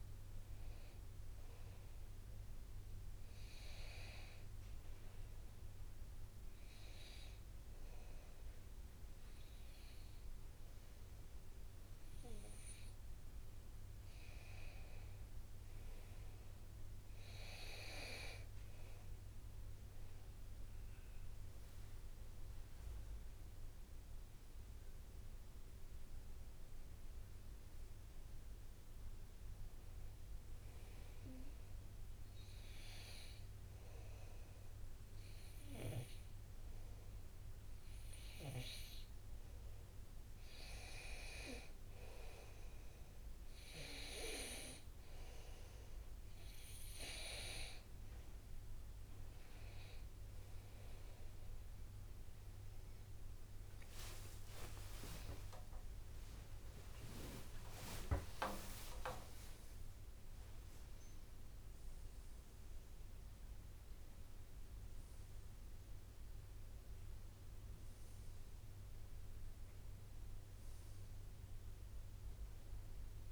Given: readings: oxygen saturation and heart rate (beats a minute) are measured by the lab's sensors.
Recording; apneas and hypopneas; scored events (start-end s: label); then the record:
breathing in sleep by a room microphone; 2
0.00-2.00 s: oxygen desaturation (device-marked, oxygen 94% lowest, heart rate 64 extreme)
3.50-14.50 s: obstructive apnea (oxygen 98% before, 95% lowest, heart rate 69 before, 64 extreme, up 2 after)
18.50-23.00 s: arousal
24.00-37.00 s: oxygen desaturation (device-marked, oxygen 99% before, 95% lowest, heart rate 65 before, 66 extreme)
31.50-42.00 s: obstructive apnea (oxygen 99% before, 93% lowest, heart rate 66 before, 66 extreme, up 3 after)
53.50-58.50 s: arousal
55.50-57.50 s: long interval between heartbeats (device-marked, heart rate 68 before, 83 extreme)
58.50-60.50 s: long interval between heartbeats (device-marked, heart rate 71 before, 97 extreme)
From the record:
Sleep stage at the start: N2 (light sleep); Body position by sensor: on the back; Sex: male